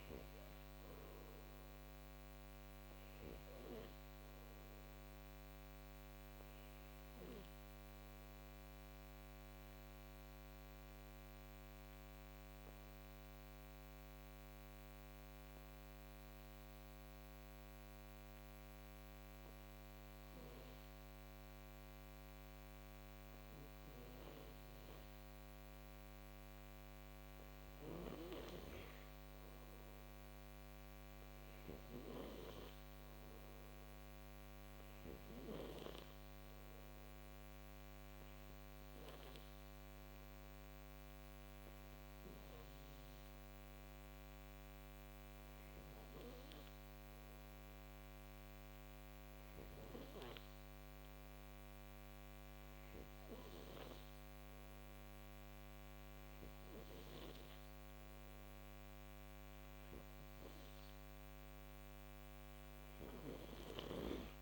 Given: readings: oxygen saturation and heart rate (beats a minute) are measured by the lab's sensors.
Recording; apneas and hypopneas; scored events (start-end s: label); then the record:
breathing in sleep by a microphone on the trachea; 2
0.00-16.00 s: oxygen desaturation (device-marked, oxygen 92% lowest, heart rate 49 extreme)
9.50-26.50 s: obstructive apnea (oxygen 96% before, 93% lowest, heart rate 59 before, 53 extreme, up 6 after)
29.50-32.50 s: arousal
30.00-50.00 s: oxygen desaturation (device-marked, oxygen 97% before, 93% lowest, heart rate 56 before, 52 extreme)
37.00-55.50 s: hypopnea (oxygen 97% before, 91% lowest, heart rate 59 before, 52 extreme, up 8 after)
57.50-60.50 s: arousal
From the record:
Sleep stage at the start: N2 (light sleep); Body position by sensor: on the right side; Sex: male